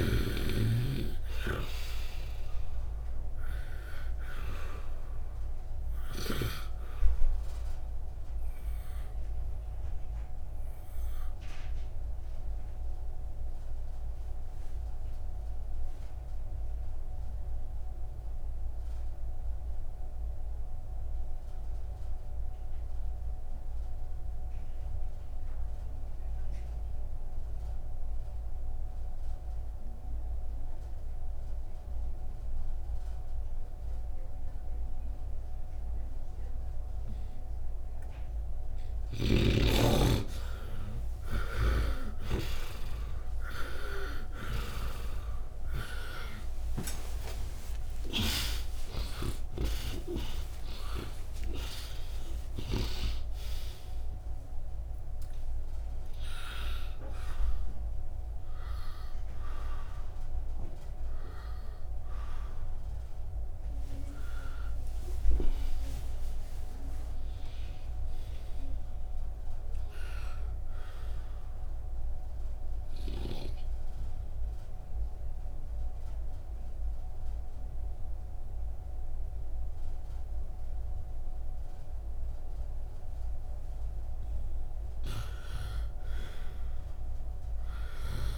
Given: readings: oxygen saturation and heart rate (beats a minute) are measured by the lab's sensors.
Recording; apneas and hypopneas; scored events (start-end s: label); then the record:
a person partly awake in a sleep study, by a room microphone; 2
0.00-1.00 s: arousal
0.00-6.50 s: snoring (device-marked)
6.50-42.50 s: oxygen desaturation (device-marked, oxygen 91% before, 81% lowest, heart rate 64 before, 53 extreme)
8.00-38.00 s: obstructive apnea (oxygen 96% before, 76% lowest, heart rate 64 before, 53 extreme, up 22 after)
35.50-65.50 s: new sleep stage, awake
44.00-53.00 s: snoring (device-marked)
46.00-48.00 s: long interval between heartbeats (device-marked, heart rate 59 before, 75 extreme)
52.50-76.50 s: oxygen desaturation (device-marked, oxygen 93% before, 76% lowest, heart rate 75 before, 68 extreme)
63.50-65.50 s: long interval between heartbeats (device-marked, heart rate 96 before, 100 extreme)
65.50-88.37 s: new sleep stage, N1 (lightest sleep)
73.00-84.00 s: obstructive apnea (oxygen 93% before, 78% lowest, heart rate 92 before, 65 extreme)
86.50-88.37 s: arousal
From the record:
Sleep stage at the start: N2 (light sleep); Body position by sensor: on the right side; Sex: male